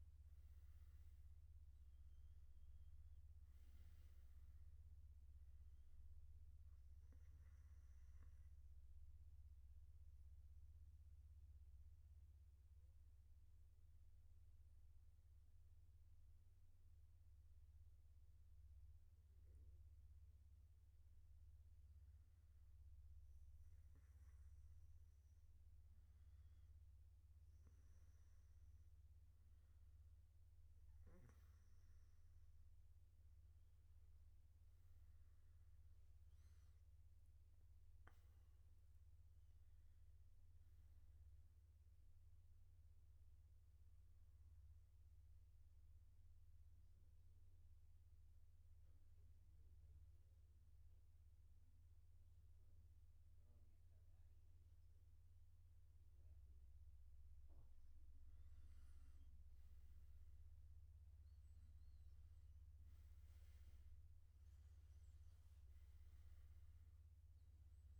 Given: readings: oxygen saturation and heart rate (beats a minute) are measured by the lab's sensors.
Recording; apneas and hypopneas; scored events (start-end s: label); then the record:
breathing in sleep, hard to hear, by a room microphone; 2
8.00-21.50 s: central apnea (oxygen 95% before, 92% lowest, heart rate 127 before, 117 extreme, up 7 after)
43.50-58.50 s: mixed apnea (oxygen 95% before, 90% lowest, heart rate 124 before, 118 extreme, up 11 after)
From the record:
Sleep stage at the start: N1 (lightest sleep); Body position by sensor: on the back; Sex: male